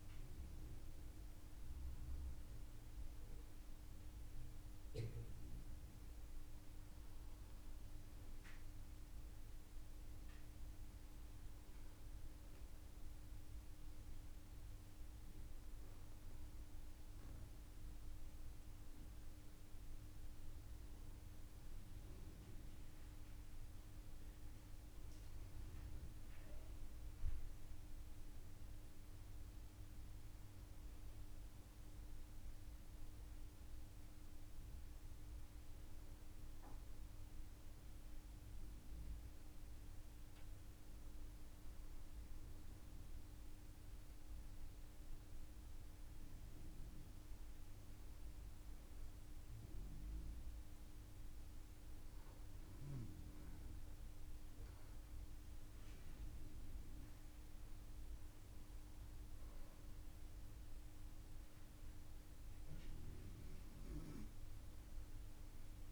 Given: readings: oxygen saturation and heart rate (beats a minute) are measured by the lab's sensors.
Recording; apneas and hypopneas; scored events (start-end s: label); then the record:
breathing in sleep, hard to hear, by a room microphone; none
none scored
From the record:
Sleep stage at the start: N2 (light sleep); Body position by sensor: upright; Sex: female